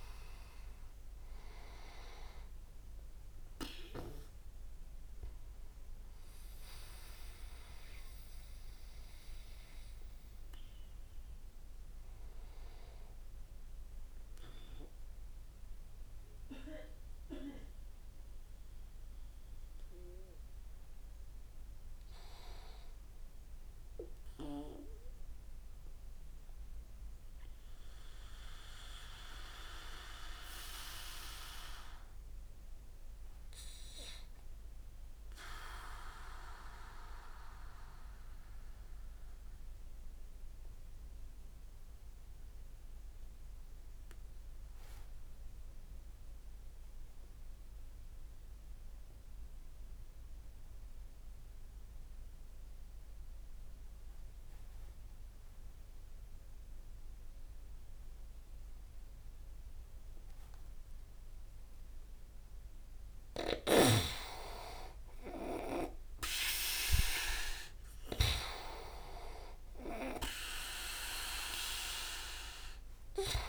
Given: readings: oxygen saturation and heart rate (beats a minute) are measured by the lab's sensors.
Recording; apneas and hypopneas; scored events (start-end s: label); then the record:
breathing in sleep by a room microphone; 1
0.00-5.50 s: oxygen desaturation (device-marked, oxygen 85% lowest)
10.50-23.50 s: oxygen desaturation (device-marked, oxygen 89% before, 86% lowest)
19.00-22.00 s: arousal
24.50-62.00 s: obstructive apnea (oxygen 99% before, 92% lowest)
56.50-73.49 s: oxygen desaturation (device-marked, oxygen 98% before, 92% lowest)
64.50-68.00 s: arousal
From the record:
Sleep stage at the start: N2 (light sleep); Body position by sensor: on the back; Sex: male